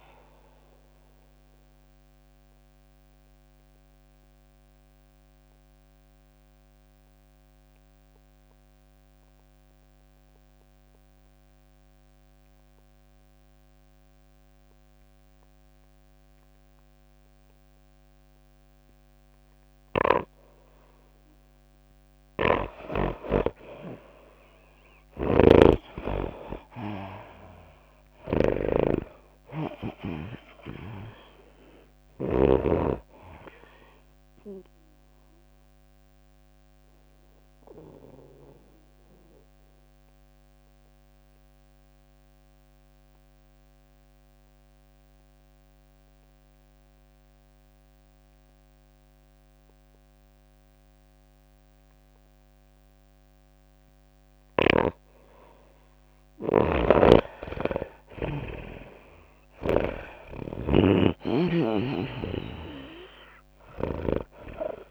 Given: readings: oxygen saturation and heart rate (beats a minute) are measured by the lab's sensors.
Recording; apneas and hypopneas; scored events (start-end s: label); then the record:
breathing in sleep by a microphone on the trachea; 2
0.00-4.50 s: tachycardia (device-marked, heart rate 105 extreme)
0.00-9.50 s: oxygen desaturation (device-marked, oxygen 82% lowest, heart rate 94 extreme)
0.00-10.50 s: drop in pulse transit time (device-marked, heart rate 98 extreme)
1.00-21.00 s: obstructive apnea (oxygen 99% before, 82% lowest, heart rate 99 before, 94 extreme, up 6 after)
22.50-33.00 s: snoring (device-marked)
22.50-44.50 s: oxygen desaturation (device-marked, oxygen 98% before, 82% lowest, heart rate 98 before, 93 extreme)
24.50-28.50 s: arousal
26.50-39.50 s: tachycardia (device-marked, heart rate 100 before, 104 extreme)
29.50-44.50 s: drop in pulse transit time (device-marked, heart rate 97 before, 99 extreme)
35.50-55.50 s: obstructive apnea (oxygen 98% before, 81% lowest, heart rate 98 before, 93 extreme, up 8 after)
55.00-59.00 s: snoring (device-marked)
57.50-64.91 s: oxygen desaturation (device-marked, oxygen 98% before, 82% lowest, heart rate 97 before, 92 extreme)
58.00-60.50 s: arousal
58.50-64.91 s: tachycardia (device-marked, heart rate 100 before, 105 extreme)
61.00-64.50 s: snoring (device-marked)
63.50-64.91 s: drop in pulse transit time (device-marked, heart rate 96 before, 99 extreme)
From the record:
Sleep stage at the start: N2 (light sleep); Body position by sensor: on the right side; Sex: female